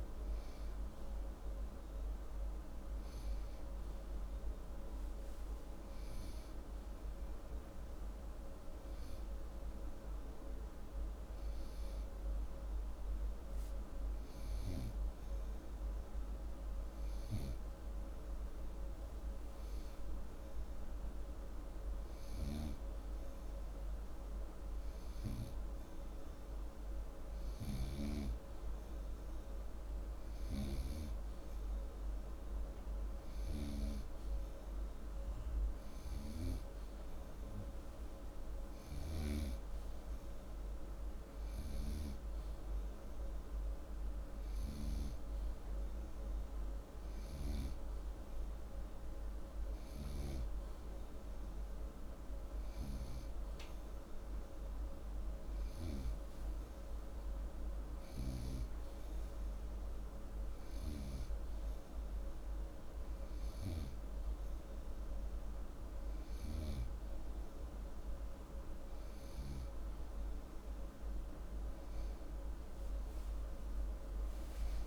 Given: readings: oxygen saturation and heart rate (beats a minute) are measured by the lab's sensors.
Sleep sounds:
breathing in sleep by a room microphone; none
none scored
From the record:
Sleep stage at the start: N3 (deep sleep); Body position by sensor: upright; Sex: male

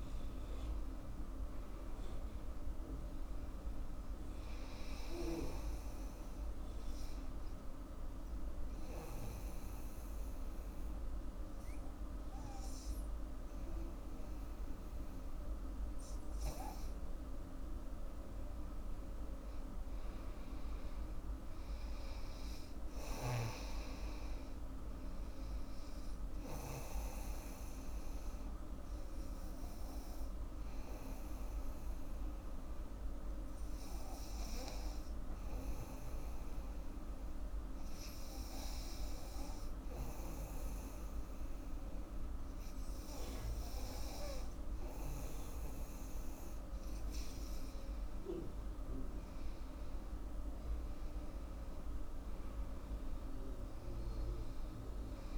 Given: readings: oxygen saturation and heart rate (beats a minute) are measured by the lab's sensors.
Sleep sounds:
breathing in sleep, hard to hear, by a room microphone; 2
0.00-3.00 s: arousal
7.50-18.00 s: obstructive apnea (oxygen 96% before, 92% lowest, heart rate 86 before, 78 extreme, up 8 after)
19.50-23.50 s: arousal
23.00-27.00 s: snoring (device-marked)
25.00-37.00 s: oxygen desaturation (device-marked, oxygen 98% before, 92% lowest, heart rate 83 before, 75 extreme)
29.00-47.00 s: obstructive apnea (oxygen 98% before, 92% lowest, heart rate 82 before, 75 extreme, up 6 after)
48.50-52.00 s: arousal
From the record:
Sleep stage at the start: N2 (light sleep); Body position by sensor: on the back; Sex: female

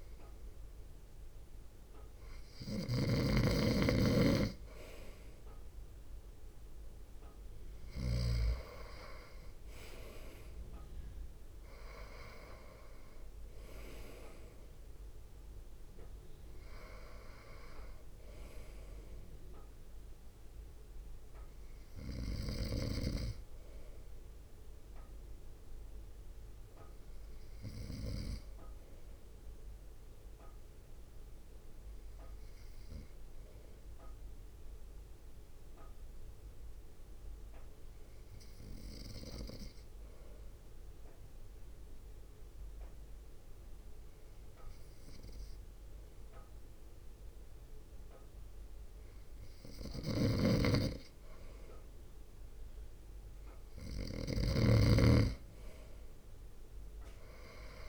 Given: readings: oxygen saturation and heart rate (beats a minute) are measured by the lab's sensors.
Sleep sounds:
breathing in sleep by a room microphone; 1
0.00-1.50 s: arousal
0.00-8.50 s: snoring (device-marked)
5.50-29.50 s: drop in pulse transit time (device-marked, heart rate 58 before, 55 extreme)
25.50-29.00 s: arousal
31.00-49.50 s: hypopnea (oxygen 96% before, 95% lowest, heart rate 60 before, 56 extreme, up 6 after)
50.00-57.89 s: snoring (device-marked)
55.50-57.89 s: drop in pulse transit time (device-marked, heart rate 60 before, 60 extreme)
From the record:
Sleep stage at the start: N2 (light sleep); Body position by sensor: on the front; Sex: male

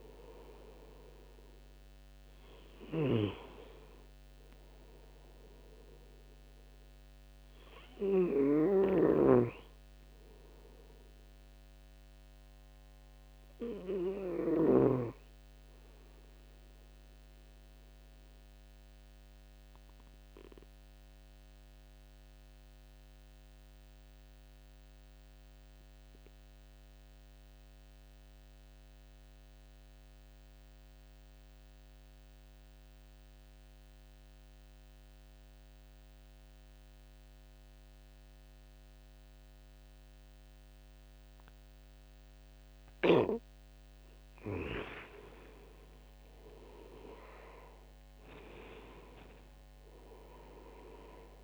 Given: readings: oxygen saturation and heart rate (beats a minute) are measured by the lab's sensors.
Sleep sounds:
breathing in sleep by a microphone on the trachea; 1
0.00-9.50 s: oxygen desaturation (device-marked, oxygen 90% lowest, heart rate 70 extreme)
17.50-43.00 s: obstructive apnea (oxygen 97% before, 88% lowest, heart rate 76 before, 65 extreme, up 13 after)
36.50-51.44 s: oxygen desaturation (device-marked, oxygen 99% before, 88% lowest, heart rate 74 before, 68 extreme)
44.50-49.50 s: arousal
From the record:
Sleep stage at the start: N2 (light sleep); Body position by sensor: on the right side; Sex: male

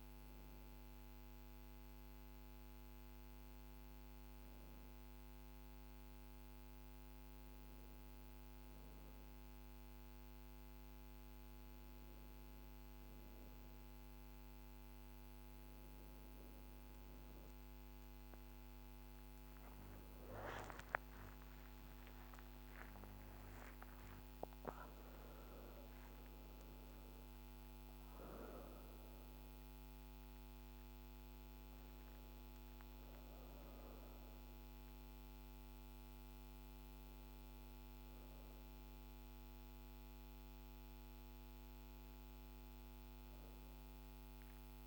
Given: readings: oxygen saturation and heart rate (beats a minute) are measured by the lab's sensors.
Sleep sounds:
a person partly awake in a sleep study, hard to hear, by a microphone on the trachea; none
28.50-44.87 s: new sleep stage, awake
From the record:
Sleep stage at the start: N1 (lightest sleep); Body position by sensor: on the back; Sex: female

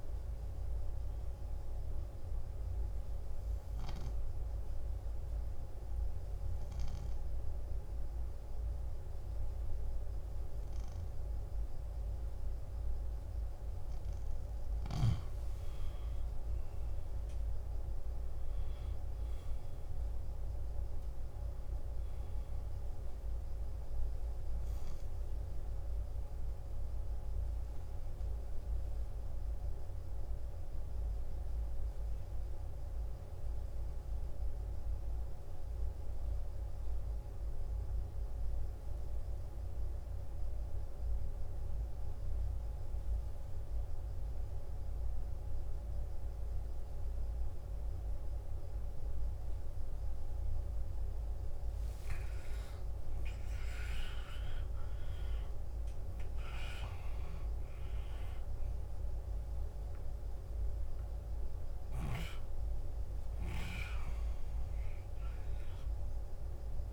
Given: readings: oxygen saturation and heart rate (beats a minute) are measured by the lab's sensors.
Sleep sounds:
breathing in sleep, hard to hear, by a room microphone; 1
16.00-22.00 s: arousal
32.50-52.00 s: obstructive apnea (oxygen 100% before, 92% lowest, heart rate 59 before, 54 extreme, up 15 after)
48.00-66.92 s: oxygen desaturation (device-marked, oxygen 98% before, 92% lowest, heart rate 56 before, 54 extreme)
52.50-57.00 s: arousal
From the record:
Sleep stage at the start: N2 (light sleep); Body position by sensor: on the back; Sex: male

